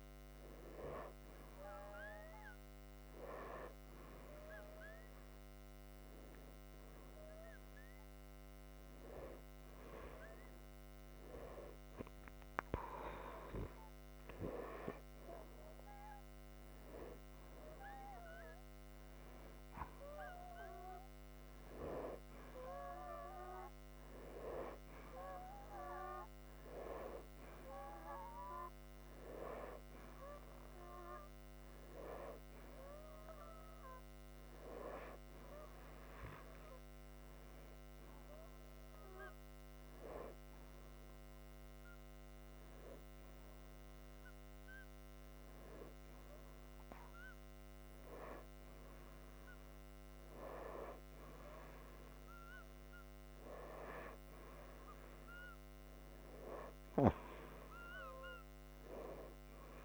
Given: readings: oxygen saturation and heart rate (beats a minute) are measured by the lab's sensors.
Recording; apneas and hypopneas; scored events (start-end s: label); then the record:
breathing in sleep by a microphone on the trachea; 1
6.00-17.00 s: hypopnea (oxygen 96% before, 94% lowest, heart rate 30 before, 28 extreme, up 33 after)
19.50-22.50 s: arousal
From the record:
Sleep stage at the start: N2 (light sleep); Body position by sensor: upright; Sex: male